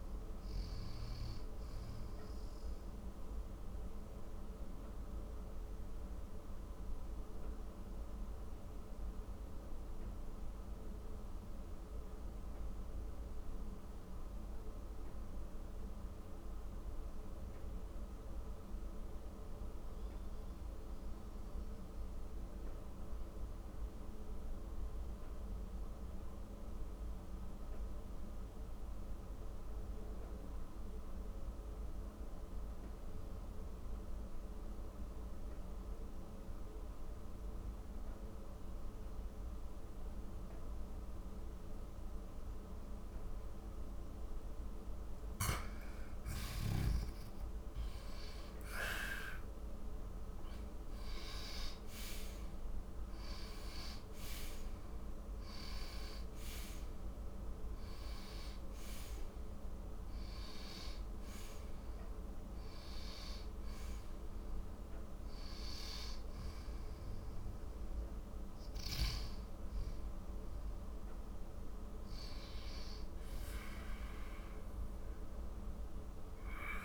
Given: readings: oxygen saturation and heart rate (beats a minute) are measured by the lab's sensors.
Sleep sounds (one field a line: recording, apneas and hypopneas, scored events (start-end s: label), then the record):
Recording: breathing in sleep, hard to hear, by a room microphone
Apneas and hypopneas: 1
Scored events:
3.50-44.00 s: obstructive apnea (oxygen 98% before, 89% lowest, heart rate 63 before, 47 extreme, up 18 after)
6.00-76.85 s: new sleep stage, N2 (light sleep)
46.00-50.50 s: arousal
46.00-76.85 s: oxygen desaturation (device-marked, oxygen 97% before, 89% lowest, heart rate 57 before, 45 extreme)
From the record:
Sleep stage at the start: N1 (lightest sleep)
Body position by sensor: on the back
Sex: male